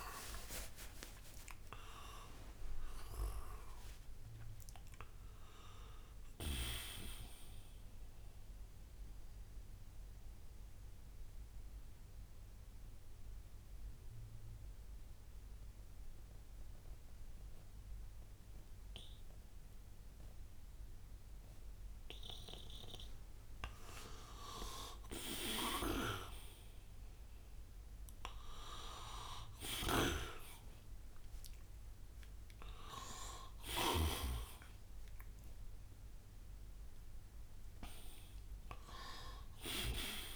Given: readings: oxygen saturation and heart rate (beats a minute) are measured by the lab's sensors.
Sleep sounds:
breathing in sleep by a room microphone; 1
0.00-14.50 s: oxygen desaturation (device-marked, oxygen 90% lowest, heart rate 58 extreme)
3.50-7.00 s: arousal
9.00-22.00 s: mixed apnea (oxygen 95% before, 90% lowest, heart rate 94 before, 58 extreme, up 6 after)
25.00-30.50 s: arousal
29.50-34.00 s: snoring (device-marked)
34.50-40.36 s: oxygen desaturation (device-marked, oxygen 96% before, 90% lowest, heart rate 66 before, 61 extreme)
From the record:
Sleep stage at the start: N1 (lightest sleep); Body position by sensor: on the right side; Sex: male

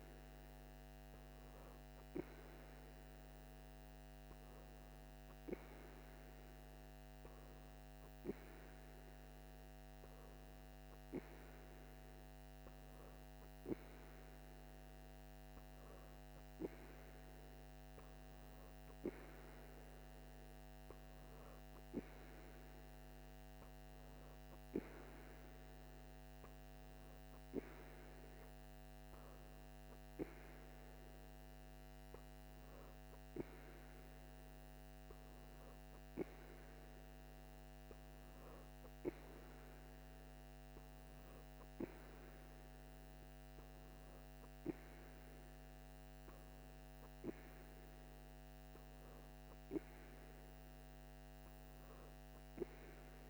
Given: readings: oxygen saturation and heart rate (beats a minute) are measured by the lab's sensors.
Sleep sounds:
breathing in sleep by a microphone on the trachea; none
none scored
From the record:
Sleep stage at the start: N2 (light sleep); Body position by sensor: on the right side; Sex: female

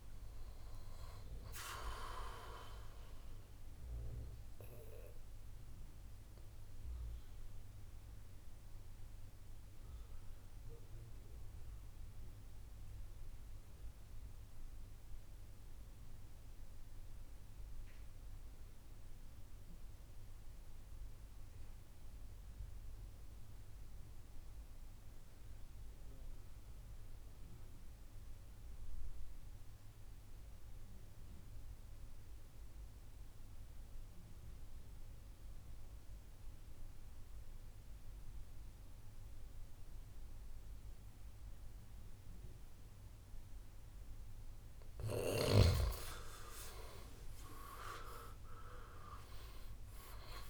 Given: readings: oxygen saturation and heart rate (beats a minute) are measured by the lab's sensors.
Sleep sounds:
breathing in sleep by a room microphone; 1
0.00-15.00 s: oxygen desaturation (device-marked, oxygen 92% lowest, heart rate 56 extreme)
4.50-45.00 s: obstructive apnea (oxygen 98% before, 85% lowest, heart rate 77 before, 56 extreme, up 6 after)
30.00-50.50 s: oxygen desaturation (device-marked, oxygen 98% before, 85% lowest, heart rate 60 before, 58 extreme)
46.00-50.00 s: arousal
From the record:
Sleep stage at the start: N2 (light sleep); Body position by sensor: on the back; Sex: male

